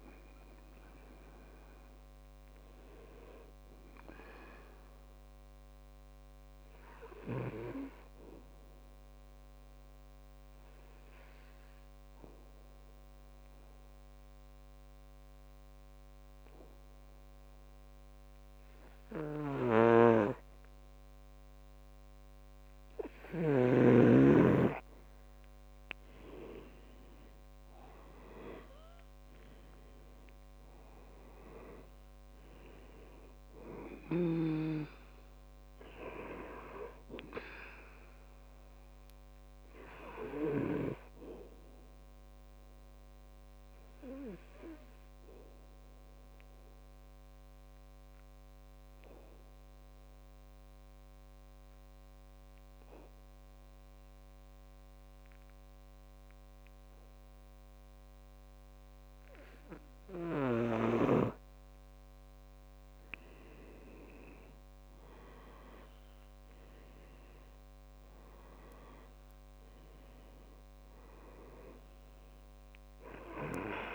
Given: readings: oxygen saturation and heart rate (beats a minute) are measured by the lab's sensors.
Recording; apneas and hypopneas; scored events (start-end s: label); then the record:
breathing in sleep by a microphone on the trachea; 2
0.00-4.50 s: oxygen desaturation (device-marked, oxygen 91% lowest, heart rate 61 extreme)
4.00-23.50 s: obstructive apnea (oxygen 98% before, 90% lowest, heart rate 72 before, 61 extreme, up 10 after)
20.00-24.00 s: snoring (device-marked)
25.50-51.50 s: oxygen desaturation (device-marked, oxygen 97% before, 90% lowest, heart rate 65 before, 63 extreme)
26.00-29.50 s: arousal
43.00-62.00 s: obstructive apnea (oxygen 98% before, 90% lowest, heart rate 70 before, 64 extreme, up 7 after)
63.50-73.94 s: oxygen desaturation (device-marked, oxygen 98% before, 90% lowest, heart rate 65 before, 63 extreme)
64.00-68.00 s: arousal
From the record:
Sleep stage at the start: N2 (light sleep); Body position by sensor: on the back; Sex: male